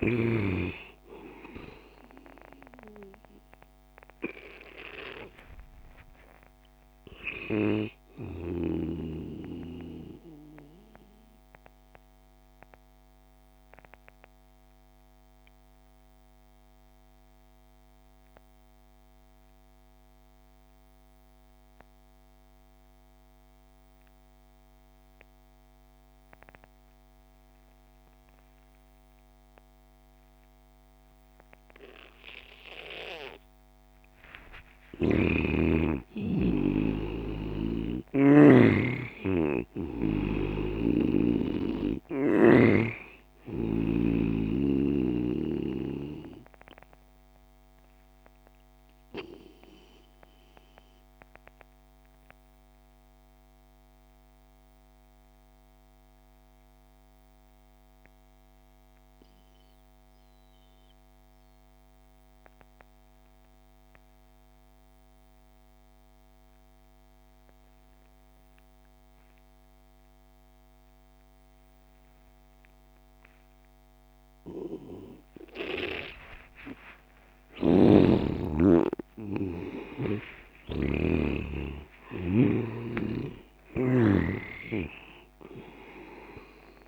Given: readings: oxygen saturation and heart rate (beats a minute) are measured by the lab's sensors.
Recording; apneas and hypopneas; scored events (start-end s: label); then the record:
breathing in sleep by a microphone on the trachea; 2
0.00-23.00 s: oxygen desaturation (device-marked, oxygen 89% lowest)
10.00-34.50 s: mixed apnea (oxygen 98% before, 89% lowest)
35.50-40.50 s: arousal
37.00-64.00 s: oxygen desaturation (device-marked, oxygen 98% before, 91% lowest)
37.50-41.50 s: snoring (device-marked)
49.00-74.50 s: mixed apnea (oxygen 98% before, 88% lowest)
77.00-82.00 s: arousal
77.50-84.00 s: snoring (device-marked)
78.00-86.88 s: oxygen desaturation (device-marked, oxygen 98% before, 88% lowest)
From the record:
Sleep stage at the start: N2 (light sleep); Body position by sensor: on the left side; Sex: male